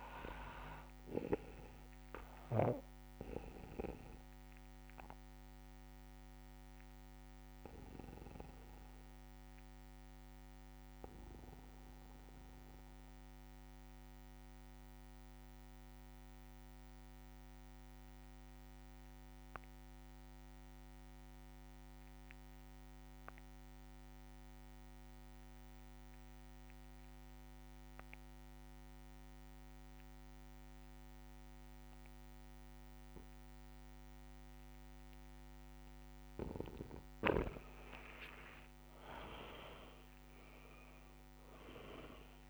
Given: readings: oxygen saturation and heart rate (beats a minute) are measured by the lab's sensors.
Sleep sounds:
breathing in sleep by a microphone on the trachea; 1
0.00-13.00 s: oxygen desaturation (device-marked, oxygen 84% lowest)
2.00-36.00 s: mixed apnea (oxygen 99% before, 84% lowest)
27.00-42.50 s: oxygen desaturation (device-marked, oxygen 99% before, 84% lowest)
38.00-42.50 s: arousal
From the record:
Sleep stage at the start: N2 (light sleep); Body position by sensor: on the back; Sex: male

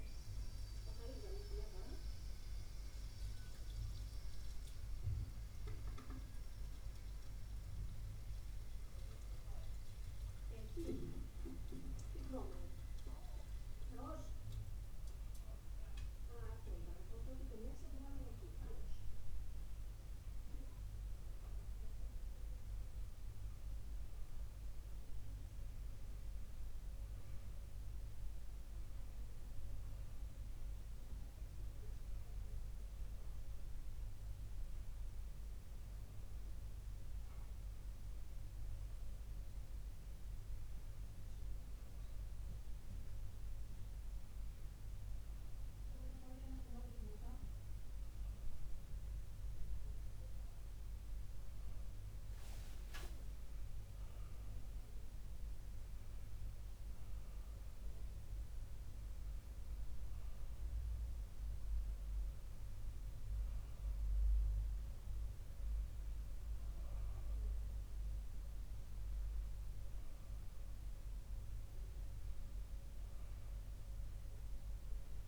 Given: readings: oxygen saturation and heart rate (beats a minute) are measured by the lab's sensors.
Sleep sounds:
breathing in sleep by a room microphone; none
none scored
From the record:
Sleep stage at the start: N2 (light sleep); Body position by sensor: on the back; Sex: male

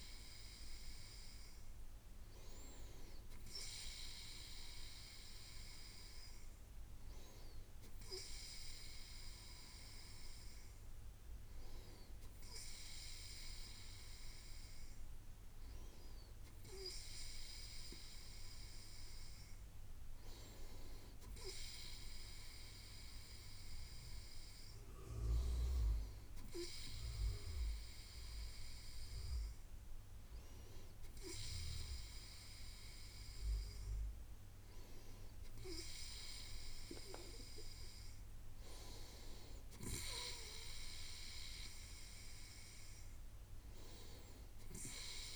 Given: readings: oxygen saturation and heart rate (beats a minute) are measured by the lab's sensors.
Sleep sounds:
breathing in sleep by a room microphone; none
none scored
From the record:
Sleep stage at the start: N2 (light sleep); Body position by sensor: on the right side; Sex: male

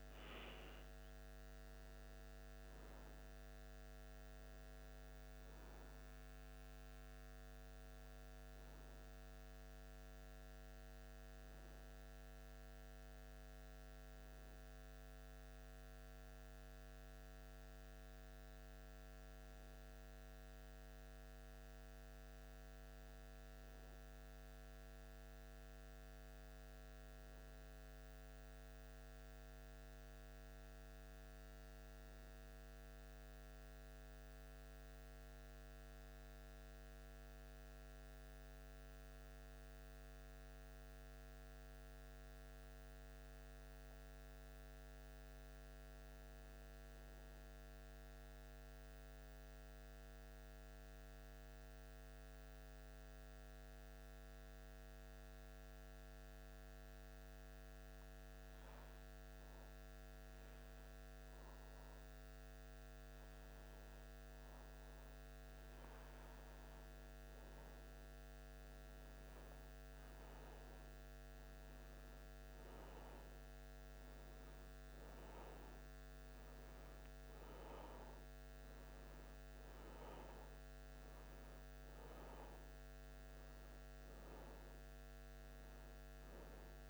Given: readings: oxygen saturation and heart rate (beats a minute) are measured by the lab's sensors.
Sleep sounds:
breathing in sleep, hard to hear, by a microphone on the trachea; 2
11.00-22.00 s: hypopnea (oxygen 95% before, 89% lowest, heart rate 77 before, 74 extreme, up 3 after)
24.50-29.00 s: arousal
34.00-41.00 s: oxygen desaturation (device-marked, oxygen 97% before, 89% lowest, heart rate 77 before, 75 extreme)
44.00-86.90 s: new sleep stage, N2 (light sleep)
48.00-65.50 s: mixed apnea (oxygen 98% before, 94% lowest, heart rate 77 before, 74 extreme, up 2 after)
68.00-72.00 s: arousal
From the record:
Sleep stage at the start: N1 (lightest sleep); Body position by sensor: on the back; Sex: male

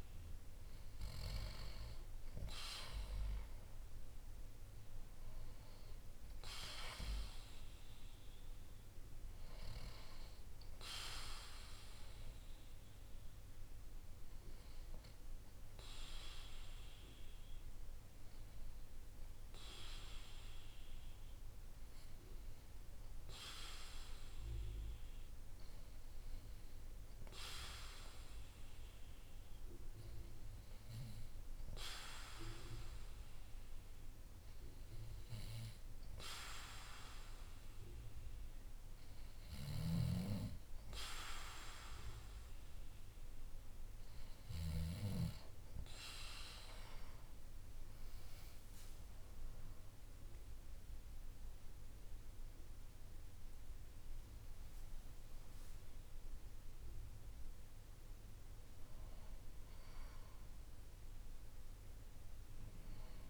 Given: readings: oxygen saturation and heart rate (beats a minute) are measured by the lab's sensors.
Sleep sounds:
breathing in sleep by a room microphone; 1
12.50-35.00 s: hypopnea (oxygen 95% before, 94% lowest, heart rate 51 before, 49 extreme, up 2 after)
38.00-42.00 s: arousal
From the record:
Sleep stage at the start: N2 (light sleep); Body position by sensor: on the back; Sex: male

